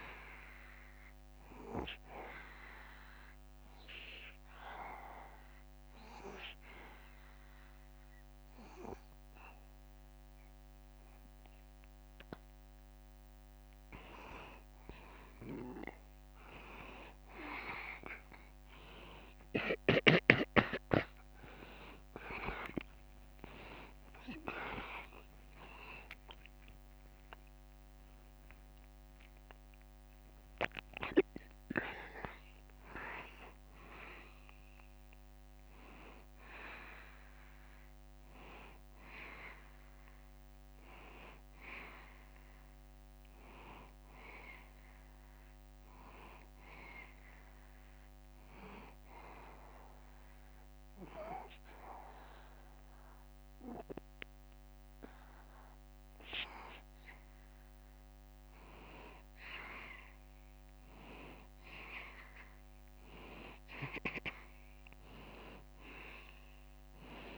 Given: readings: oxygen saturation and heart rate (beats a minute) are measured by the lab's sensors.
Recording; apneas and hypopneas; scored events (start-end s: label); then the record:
breathing in sleep by a microphone on the trachea; 2
0.00-10.50 s: oxygen desaturation (device-marked, oxygen 91% lowest, heart rate 73 extreme)
2.50-14.00 s: obstructive apnea (oxygen 95% before, 90% lowest, heart rate 74 before, 73 extreme, up 3 after)
24.00-28.00 s: arousal
24.50-40.50 s: oxygen desaturation (device-marked, oxygen 95% before, 90% lowest, heart rate 74 before, 73 extreme)
48.50-58.50 s: obstructive apnea (oxygen 95% before, 90% lowest, heart rate 79 before, 73 extreme, up 1 after)
61.50-66.00 s: arousal
From the record:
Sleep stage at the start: N2 (light sleep); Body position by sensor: on the back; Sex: male